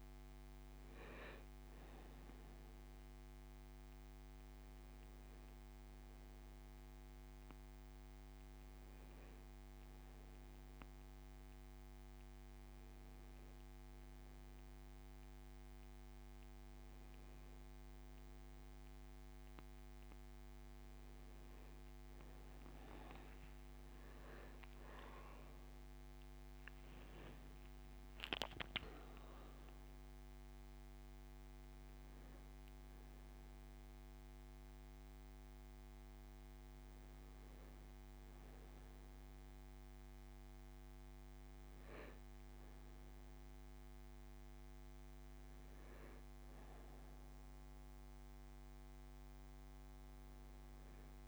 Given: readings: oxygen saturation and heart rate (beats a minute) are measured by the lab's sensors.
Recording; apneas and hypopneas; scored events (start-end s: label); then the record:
a person awake in a sleep study, hard to hear, by a microphone on the trachea; none
23.00-25.00 s: long interval between heartbeats (device-marked, heart rate 85 before, 96 extreme)
From the record:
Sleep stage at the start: awake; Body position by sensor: on the back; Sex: male